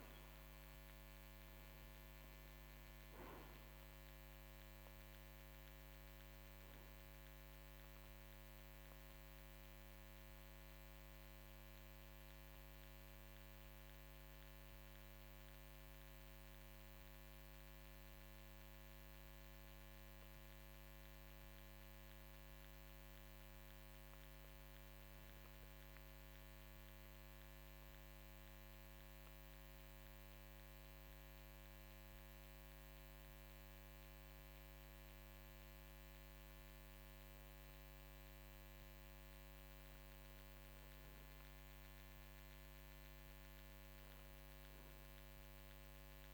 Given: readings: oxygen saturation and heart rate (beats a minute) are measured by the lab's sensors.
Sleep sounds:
breathing in sleep, hard to hear, by a microphone on the trachea; 1
13.50-36.50 s: obstructive apnea (oxygen 95% before, 92% lowest, heart rate 55 before, 53 extreme, up 1 after)
From the record:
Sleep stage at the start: N2 (light sleep); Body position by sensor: on the right side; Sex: male

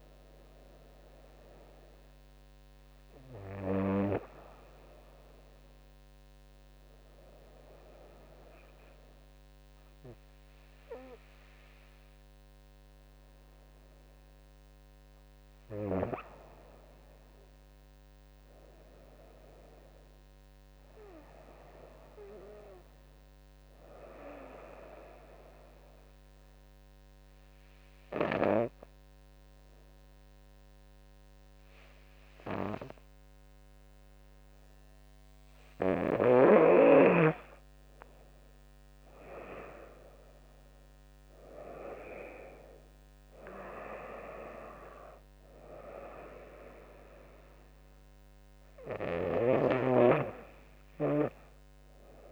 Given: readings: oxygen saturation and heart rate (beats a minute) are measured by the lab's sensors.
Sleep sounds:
breathing in sleep by a microphone on the trachea; 2
0.00-1.50 s: arousal
6.50-16.50 s: obstructive apnea (oxygen 98% before, 92% lowest, heart rate 76 before, 70 extreme, up 9 after)
18.50-21.00 s: arousal
24.50-36.50 s: obstructive apnea (oxygen 97% before, 92% lowest, heart rate 75 before, 70 extreme, up 13 after)
38.00-41.50 s: arousal
39.50-49.50 s: drop in pulse transit time (device-marked, heart rate 76 before, 79 extreme)
43.50-52.32 s: oxygen desaturation (device-marked, oxygen 97% before, 92% lowest, heart rate 76 before, 77 extreme)
From the record:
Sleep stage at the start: N2 (light sleep); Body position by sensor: on the right side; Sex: female

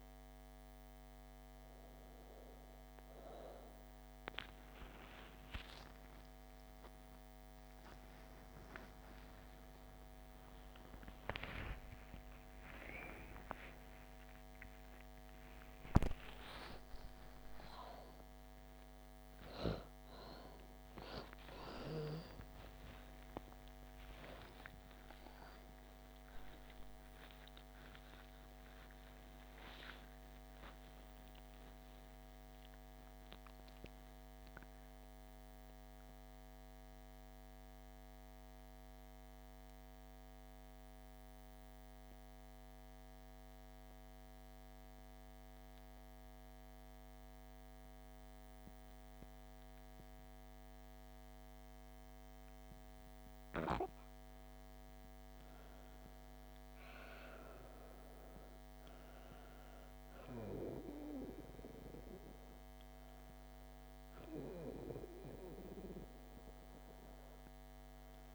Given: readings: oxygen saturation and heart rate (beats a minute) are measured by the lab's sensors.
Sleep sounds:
a person partly awake in a sleep study, by a microphone on the trachea; 1
9.00-39.00 s: new sleep stage, awake
35.50-53.50 s: obstructive apnea (oxygen 98% before, 91% lowest, heart rate 153 before, 60 extreme, up 19 after)
39.00-68.35 s: new sleep stage, N2 (light sleep)
51.00-68.35 s: oxygen desaturation (device-marked, oxygen 99% before, 91% lowest, heart rate 141 before, 60 extreme)
55.50-59.00 s: arousal
From the record:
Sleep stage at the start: N2 (light sleep); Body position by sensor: on the back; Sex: female

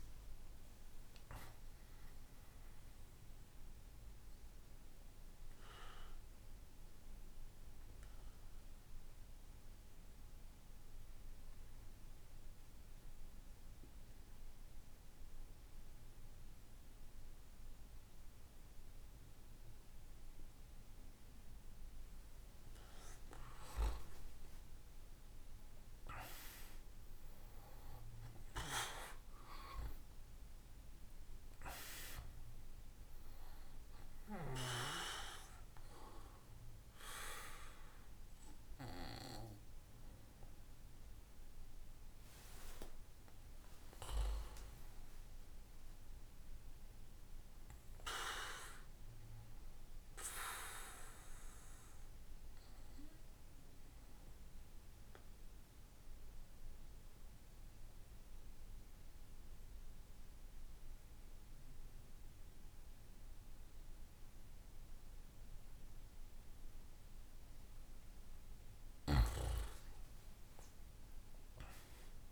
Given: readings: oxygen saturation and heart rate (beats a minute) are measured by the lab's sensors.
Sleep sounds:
breathing in sleep by a room microphone; 2
0.00-3.00 s: oxygen desaturation (device-marked, oxygen 92% lowest, heart rate 58 extreme)
2.50-21.50 s: obstructive apnea (oxygen 97% before, 93% lowest, heart rate 69 before, 58 extreme, up 17 after)
24.50-29.00 s: arousal
30.00-58.00 s: oxygen desaturation (device-marked, oxygen 96% before, 93% lowest, heart rate 66 before, 58 extreme)
47.00-68.00 s: obstructive apnea (oxygen 97% before, 89% lowest, heart rate 70 before, 58 extreme, up 18 after)
70.50-72.32 s: arousal
From the record:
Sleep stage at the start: N2 (light sleep); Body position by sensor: on the back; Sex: male

